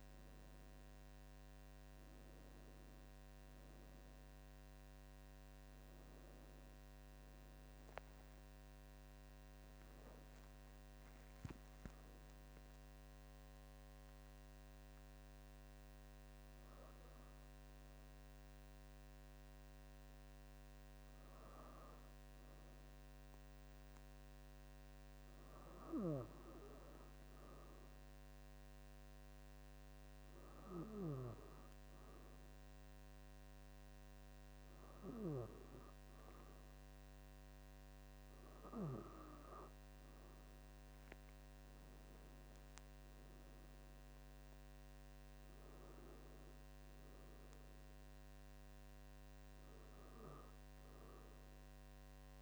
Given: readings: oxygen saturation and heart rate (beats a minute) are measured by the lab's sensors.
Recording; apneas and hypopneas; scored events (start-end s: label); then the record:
breathing in sleep by a microphone on the trachea; 1
0.00-2.50 s: arousal
9.00-12.50 s: arousal
15.00-26.00 s: hypopnea (oxygen 97% before, 95% lowest, heart rate 69 before, 67 extreme, up 3 after)
28.50-32.00 s: arousal
42.50-46.00 s: arousal
From the record:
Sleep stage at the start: N2 (light sleep); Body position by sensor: on the back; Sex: female